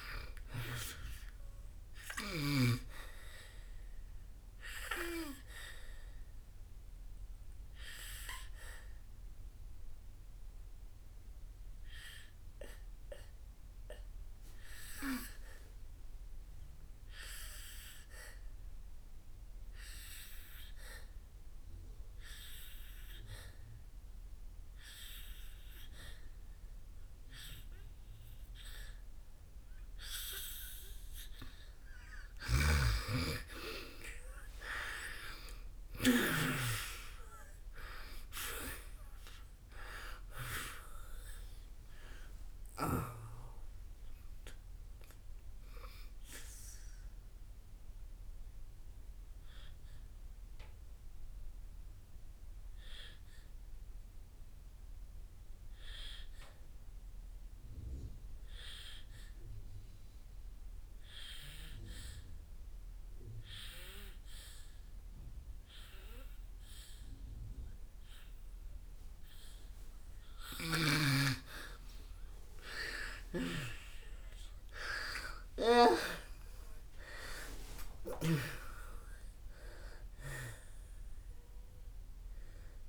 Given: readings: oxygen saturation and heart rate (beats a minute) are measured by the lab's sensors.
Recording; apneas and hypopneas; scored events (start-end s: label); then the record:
breathing in sleep by a room microphone; 2
0.00-3.00 s: snoring (device-marked)
0.00-23.00 s: oxygen desaturation (device-marked, oxygen 83% lowest, heart rate 57 extreme)
5.00-32.50 s: obstructive apnea (oxygen 98% before, 83% lowest, heart rate 66 before, 54 extreme, up 18 after)
34.50-38.00 s: arousal
37.00-66.00 s: oxygen desaturation (device-marked, oxygen 98% before, 84% lowest, heart rate 63 before, 54 extreme)
49.00-71.00 s: obstructive apnea (oxygen 98% before, 84% lowest, heart rate 71 before, 54 extreme, up 13 after)
72.00-82.89 s: oxygen desaturation (device-marked, oxygen 98% before, 88% lowest, heart rate 59 before, 57 extreme)
73.00-79.50 s: arousal
From the record:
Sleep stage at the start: N2 (light sleep); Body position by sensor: on the back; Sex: female